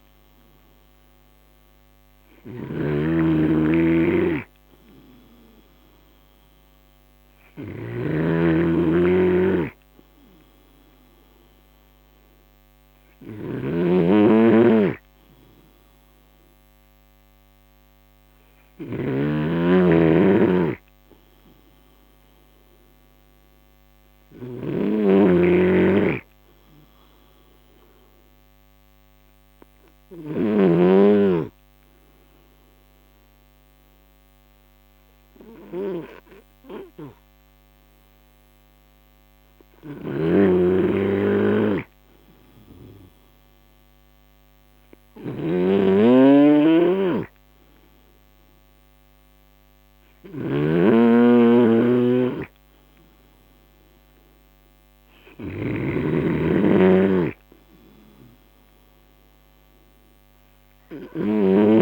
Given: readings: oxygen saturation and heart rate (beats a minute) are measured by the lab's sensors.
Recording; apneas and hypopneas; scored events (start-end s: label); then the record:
breathing in sleep by a microphone on the trachea; none
0.00-8.00 s: oxygen desaturation (device-marked, oxygen 91% lowest, heart rate 28 extreme)
3.50-31.50 s: snoring (device-marked)
51.00-57.00 s: snoring (device-marked)
54.00-58.00 s: oxygen desaturation (device-marked, oxygen 92% before, 87% lowest, heart rate 49 before, 49 extreme)
From the record:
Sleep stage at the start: N3 (deep sleep); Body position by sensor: on the right side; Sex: male